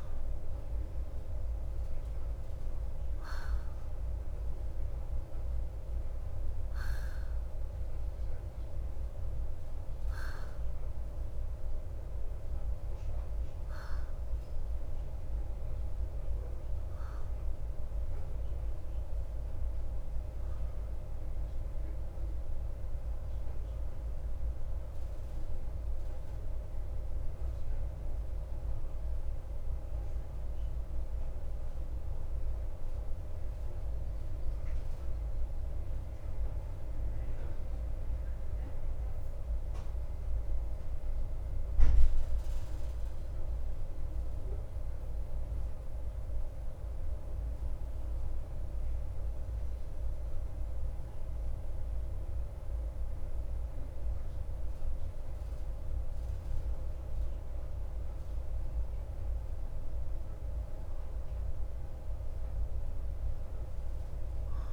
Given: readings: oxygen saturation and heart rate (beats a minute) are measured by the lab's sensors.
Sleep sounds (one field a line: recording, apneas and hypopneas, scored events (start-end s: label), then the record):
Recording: breathing in sleep, hard to hear, by a room microphone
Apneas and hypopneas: 1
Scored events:
30.50-52.50 s: central apnea (oxygen 94% before, 91% lowest, heart rate 57 before, 49 extreme, up 1 after)
55.50-59.50 s: arousal
From the record:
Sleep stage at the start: N2 (light sleep)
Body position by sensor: on the back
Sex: male